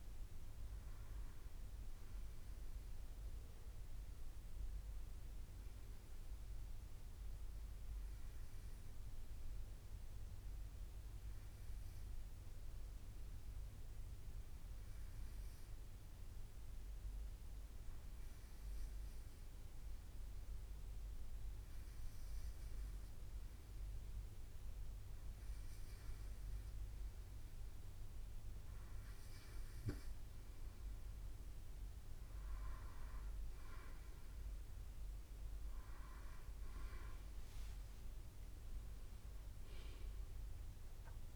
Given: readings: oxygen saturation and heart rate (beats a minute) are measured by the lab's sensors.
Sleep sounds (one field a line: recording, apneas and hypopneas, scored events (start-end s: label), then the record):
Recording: breathing in sleep, hard to hear, by a room microphone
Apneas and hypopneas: 1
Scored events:
4.00-27.00 s: hypopnea (oxygen 96% before, 94% lowest, heart rate 63 before, 58 extreme, up 6 after)
18.50-23.50 s: bradycardia (device-marked, heart rate 64 before, 59 extreme)
31.00-35.00 s: arousal
32.50-41.36 s: drop in pulse transit time (device-marked, heart rate 61 before, 63 extreme)
From the record:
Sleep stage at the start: N2 (light sleep)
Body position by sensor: on the right side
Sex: male